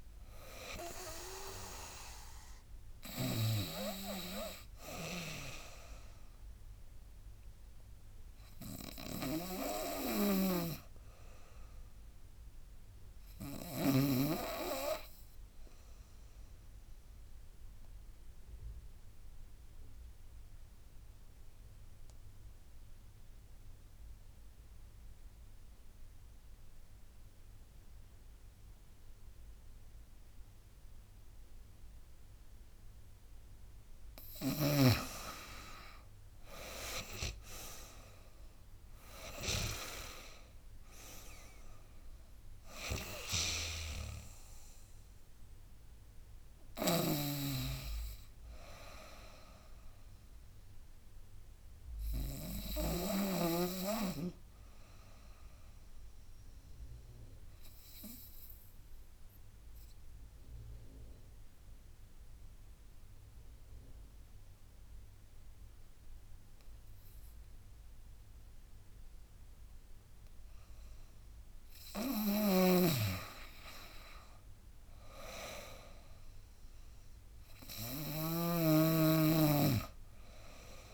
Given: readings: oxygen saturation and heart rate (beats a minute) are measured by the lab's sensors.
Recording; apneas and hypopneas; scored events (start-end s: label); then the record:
breathing in sleep by a room microphone; 2
0.00-8.00 s: drop in pulse transit time (device-marked, heart rate 80 extreme)
0.00-14.00 s: snoring (device-marked)
1.00-15.00 s: oxygen desaturation (device-marked, oxygen 98% before, 92% lowest, heart rate 78 before, 71 extreme)
16.00-33.50 s: obstructive apnea (oxygen 98% before, 89% lowest, heart rate 82 before, 71 extreme, up 18 after)
20.00-28.00 s: drop in pulse transit time (device-marked, heart rate 80 before, 75 extreme)
36.00-39.50 s: arousal
38.00-49.00 s: drop in pulse transit time (device-marked, heart rate 75 before, 76 extreme)
40.00-59.00 s: oxygen desaturation (device-marked, oxygen 96% before, 89% lowest, heart rate 76 before, 73 extreme)
43.00-52.50 s: snoring (device-marked)
56.00-70.00 s: obstructive apnea (oxygen 97% before, 87% lowest, heart rate 80 before, 78 extreme, up 5 after)
70.50-74.00 s: arousal
72.00-78.00 s: snoring (device-marked)
72.00-80.94 s: drop in pulse transit time (device-marked, heart rate 77 before, 80 extreme)
From the record:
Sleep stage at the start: N2 (light sleep); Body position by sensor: on the back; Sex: female